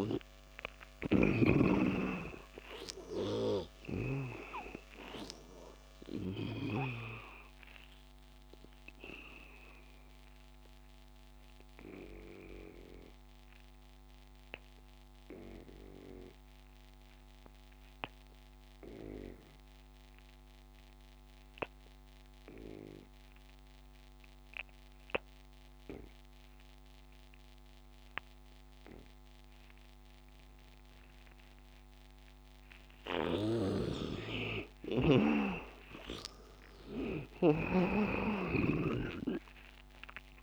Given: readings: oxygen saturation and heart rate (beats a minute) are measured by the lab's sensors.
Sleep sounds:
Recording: breathing in sleep by a microphone on the trachea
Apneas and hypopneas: 1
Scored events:
0.00-1.50 s: arousal
0.00-4.50 s: snoring (device-marked)
0.00-19.00 s: oxygen desaturation (device-marked, oxygen 80% lowest, heart rate 76 extreme)
8.00-32.00 s: obstructive apnea (oxygen 99% before, 79% lowest, heart rate 86 before, 76 extreme, up 14 after)
28.00-40.43 s: oxygen desaturation (device-marked, oxygen 99% before, 79% lowest, heart rate 86 before, 76 extreme)
33.00-40.43 s: snoring (device-marked)
38.50-40.43 s: arousal
From the record:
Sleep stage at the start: N2 (light sleep)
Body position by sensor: on the back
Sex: male

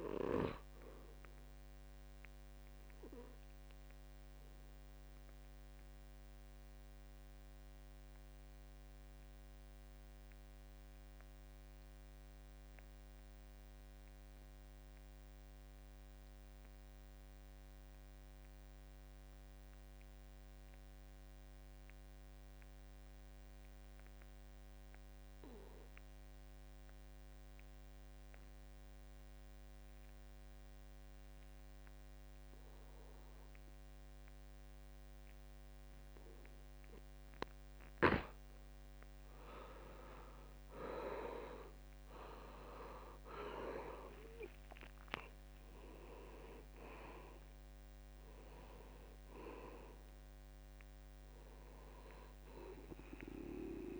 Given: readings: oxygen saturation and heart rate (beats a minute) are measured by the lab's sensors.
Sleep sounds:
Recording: breathing in sleep by a microphone on the trachea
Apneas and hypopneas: 1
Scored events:
0.00-12.50 s: oxygen desaturation (device-marked, oxygen 76% lowest, heart rate 65 extreme)
3.50-37.50 s: obstructive apnea (oxygen 97% before, 73% lowest, heart rate 74 before, 65 extreme, up 11 after)
21.50-54.00 s: oxygen desaturation (device-marked, oxygen 95% before, 73% lowest, heart rate 67 before, 67 extreme)
42.00-46.50 s: arousal
From the record:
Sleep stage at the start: N2 (light sleep)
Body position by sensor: on the back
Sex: male

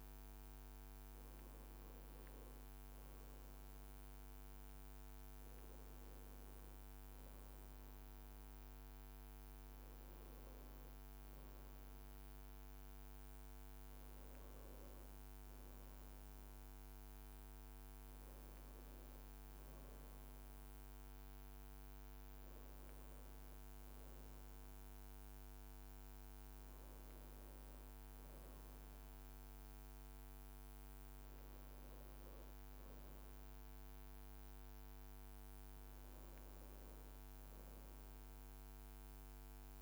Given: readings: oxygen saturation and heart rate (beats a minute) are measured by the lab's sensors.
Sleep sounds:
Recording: breathing in sleep, hard to hear, by a microphone on the trachea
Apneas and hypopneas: none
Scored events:
9.50-17.00 s: leg movement (device-marked)
From the record:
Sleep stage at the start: N2 (light sleep)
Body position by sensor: on the right side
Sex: male

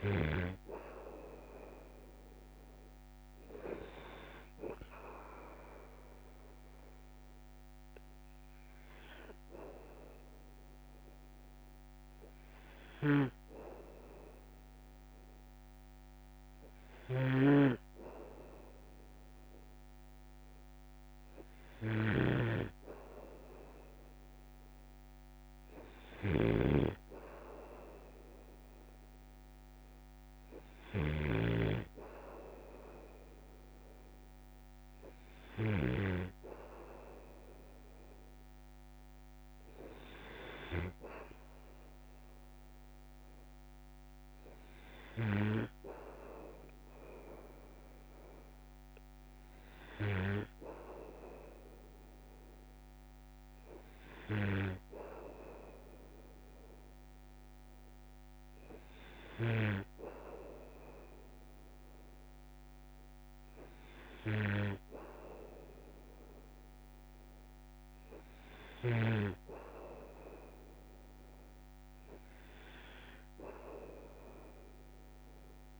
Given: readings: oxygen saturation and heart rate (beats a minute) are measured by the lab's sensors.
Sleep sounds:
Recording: breathing in sleep by a microphone on the trachea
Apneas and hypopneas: none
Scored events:
13.00-36.00 s: snoring (device-marked)
From the record:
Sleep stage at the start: N2 (light sleep)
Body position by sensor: on the back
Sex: male

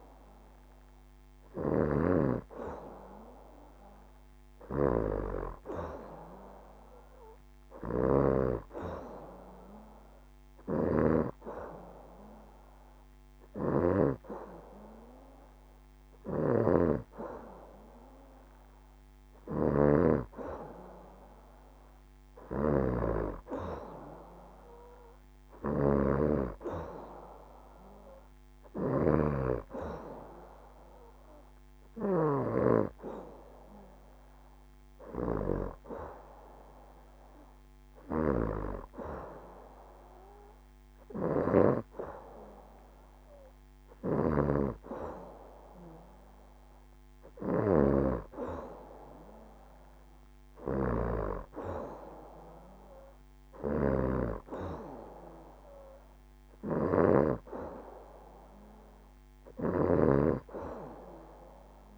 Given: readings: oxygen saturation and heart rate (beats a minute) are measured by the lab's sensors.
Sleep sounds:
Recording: breathing in sleep by a microphone on the trachea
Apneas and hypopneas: none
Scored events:
0.00-4.00 s: oxygen desaturation (device-marked, oxygen 90% lowest, heart rate 68 extreme)
0.00-8.00 s: snoring (device-marked)
10.00-13.50 s: snoring (device-marked)
15.50-61.98 s: snoring (device-marked)
From the record:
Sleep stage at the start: N2 (light sleep)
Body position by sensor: on the back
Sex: female

